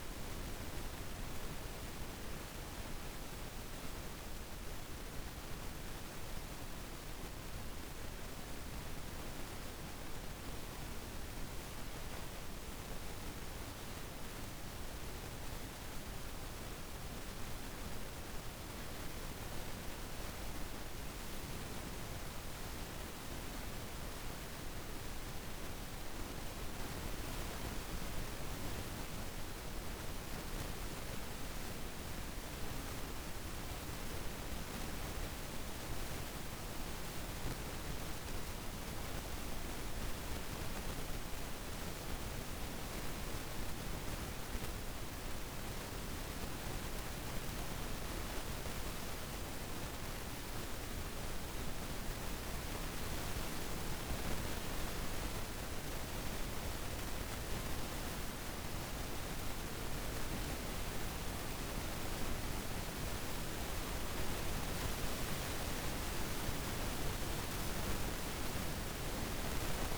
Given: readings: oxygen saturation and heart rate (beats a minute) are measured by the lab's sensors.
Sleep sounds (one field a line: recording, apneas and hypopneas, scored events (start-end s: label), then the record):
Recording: breathing in sleep by a room microphone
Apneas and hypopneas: 1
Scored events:
0.50-12.50 s: oxygen desaturation (device-marked, oxygen 95% before, 90% lowest, heart rate 56 before, 55 extreme)
3.50-15.50 s: hypopnea (oxygen 96% before, 90% lowest, heart rate 56 before, 54 extreme, up 2 after)
18.50-22.50 s: arousal
18.50-35.50 s: oxygen desaturation (device-marked, oxygen 95% before, 91% lowest, heart rate 57 before, 54 extreme)
58.50-69.98 s: new sleep stage, N2 (light sleep)
From the record:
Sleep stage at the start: N1 (lightest sleep)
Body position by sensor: on the back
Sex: female